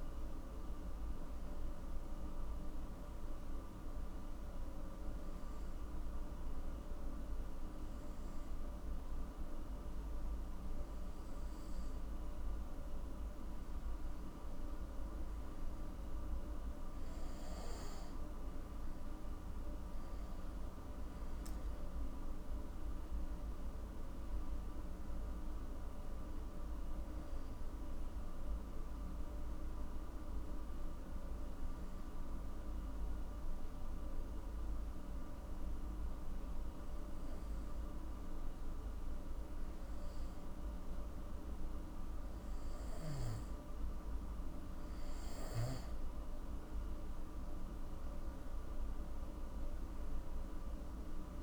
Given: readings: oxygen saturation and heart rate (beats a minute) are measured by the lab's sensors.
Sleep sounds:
breathing in sleep, hard to hear, by a room microphone; 2
3.00-14.00 s: obstructive apnea (oxygen 98% before, 93% lowest, heart rate 58 before, 50 extreme, up 10 after)
16.50-20.50 s: arousal
32.00-44.00 s: hypopnea (oxygen 97% before, 93% lowest, heart rate 60 before, 52 extreme, up 15 after)
47.00-51.00 s: arousal
47.00-51.43 s: oxygen desaturation (device-marked, oxygen 97% before, 93% lowest, heart rate 56 before, 52 extreme)
From the record:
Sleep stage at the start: N2 (light sleep); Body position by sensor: on the back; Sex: male

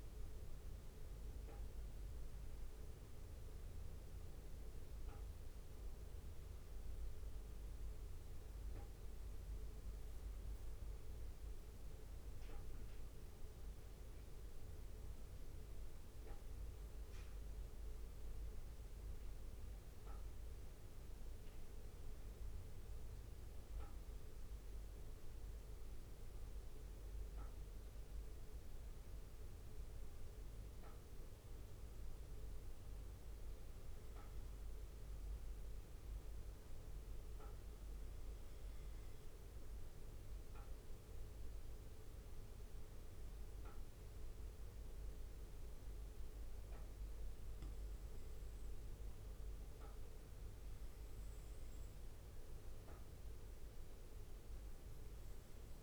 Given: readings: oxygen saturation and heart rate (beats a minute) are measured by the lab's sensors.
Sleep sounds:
breathing in sleep, hard to hear, by a room microphone; none
0.00-35.50 s: bradycardia (device-marked, heart rate 57 extreme)
37.50-39.50 s: bradycardia (device-marked, heart rate 59 before, 59 extreme)
40.50-50.50 s: bradycardia (device-marked, heart rate 59 before, 58 extreme)
54.50-55.83 s: bradycardia (device-marked, heart rate 59 before, 58 extreme)
From the record:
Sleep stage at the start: N2 (light sleep); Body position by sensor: on the back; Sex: male

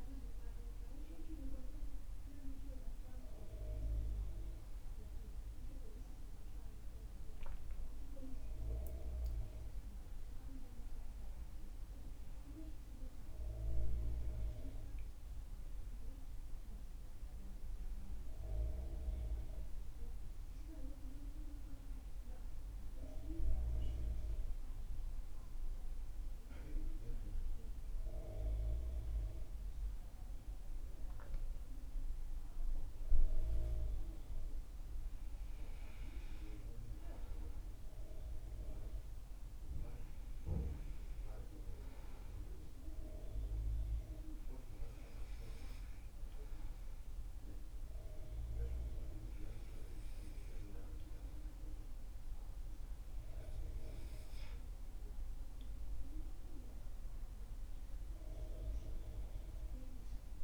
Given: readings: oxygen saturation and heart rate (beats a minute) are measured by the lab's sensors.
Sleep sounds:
a person partly awake in a sleep study, by a room microphone; none
21.00-51.00 s: new sleep stage, N1 (lightest sleep)
51.00-60.44 s: new sleep stage, N2 (light sleep)
From the record:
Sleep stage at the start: awake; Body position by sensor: on the back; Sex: male

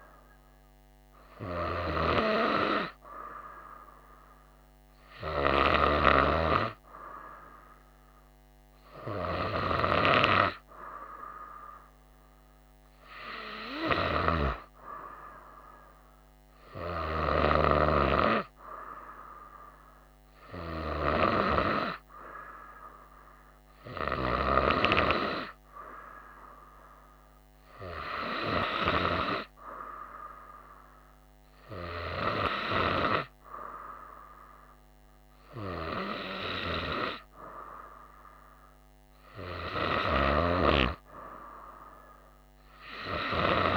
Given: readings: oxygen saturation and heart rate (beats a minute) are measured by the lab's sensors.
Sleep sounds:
breathing in sleep by a microphone on the trachea; none
none scored
From the record:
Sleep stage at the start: N2 (light sleep); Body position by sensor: on the right side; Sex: female

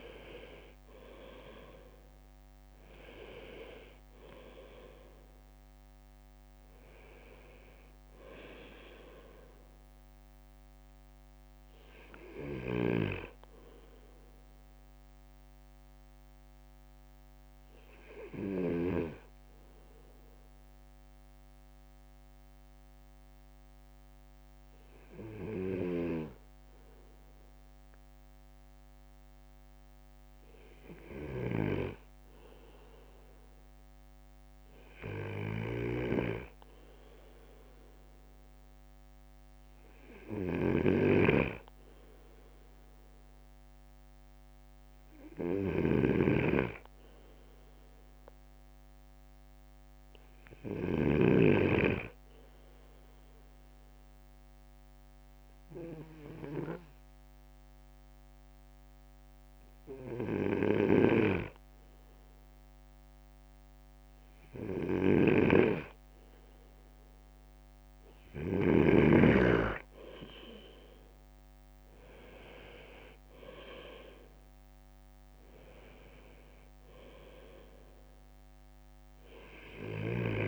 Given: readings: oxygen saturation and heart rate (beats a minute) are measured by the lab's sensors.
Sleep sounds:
breathing in sleep by a microphone on the trachea; 2
0.00-3.50 s: arousal
12.50-19.00 s: snoring (device-marked)
14.00-28.50 s: obstructive apnea (oxygen 98% before, 96% lowest)
30.50-33.50 s: arousal
35.50-51.00 s: snoring (device-marked)
52.00-67.00 s: obstructive apnea (oxygen 99% before, 97% lowest)
60.50-69.00 s: snoring (device-marked)
76.50-80.00 s: arousal
From the record:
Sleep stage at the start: N2 (light sleep); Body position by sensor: on the right side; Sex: male

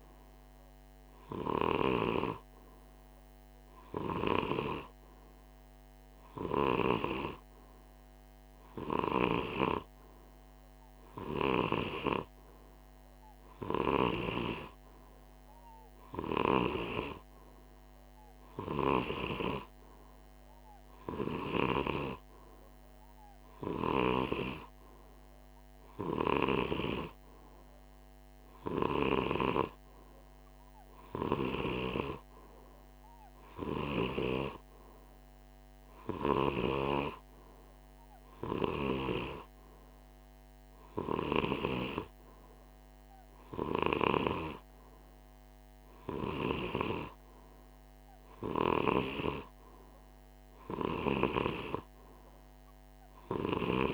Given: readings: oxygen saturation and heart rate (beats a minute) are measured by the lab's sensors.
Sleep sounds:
breathing in sleep by a microphone on the trachea; none
none scored
From the record:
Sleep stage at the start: N2 (light sleep); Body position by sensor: on the right side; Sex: male

